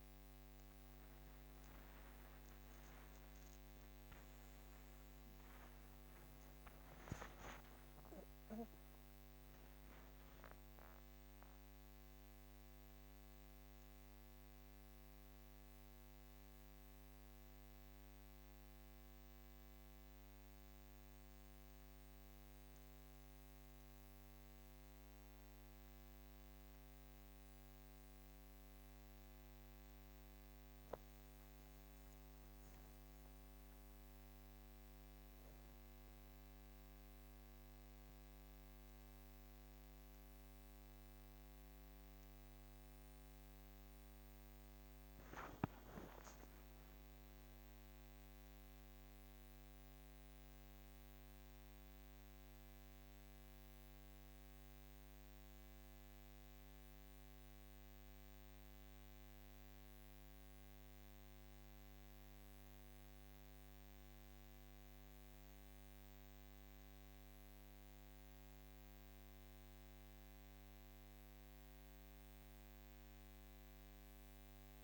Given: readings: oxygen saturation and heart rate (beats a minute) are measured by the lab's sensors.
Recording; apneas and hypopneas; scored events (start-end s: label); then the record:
breathing in sleep, hard to hear, by a microphone on the trachea; none
7.00-12.00 s: arousal
From the record:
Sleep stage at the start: N1 (lightest sleep); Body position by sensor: on the back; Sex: female